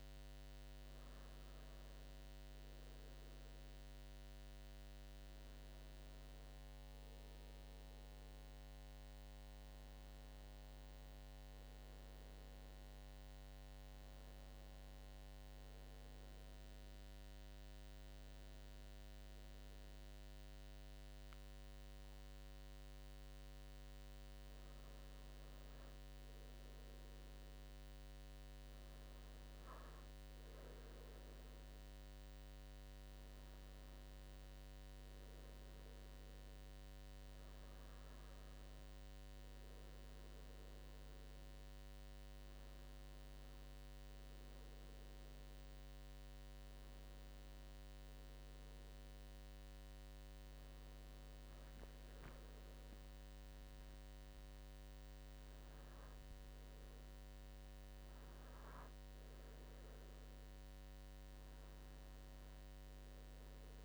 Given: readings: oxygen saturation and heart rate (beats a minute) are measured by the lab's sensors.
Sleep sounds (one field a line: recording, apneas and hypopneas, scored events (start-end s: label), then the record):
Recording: breathing in sleep, hard to hear, by a microphone on the trachea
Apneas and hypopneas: none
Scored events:
52.00-56.50 s: arousal
From the record:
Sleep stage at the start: N2 (light sleep)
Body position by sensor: on the right side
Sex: male